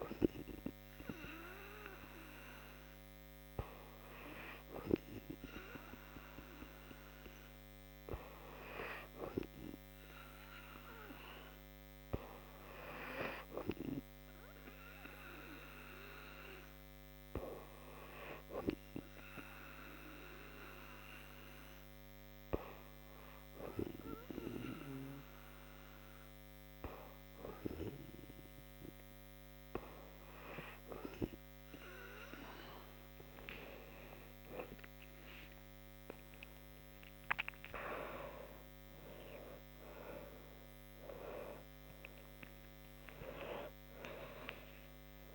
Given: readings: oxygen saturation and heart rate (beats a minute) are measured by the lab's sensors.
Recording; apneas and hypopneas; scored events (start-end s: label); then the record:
breathing in sleep by a microphone on the trachea; 1
19.00-30.50 s: hypopnea (oxygen 95% before, 93% lowest, heart rate 71 before, 70 extreme, up 6 after)
33.00-37.50 s: arousal
From the record:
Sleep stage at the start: N2 (light sleep); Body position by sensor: on the back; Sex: female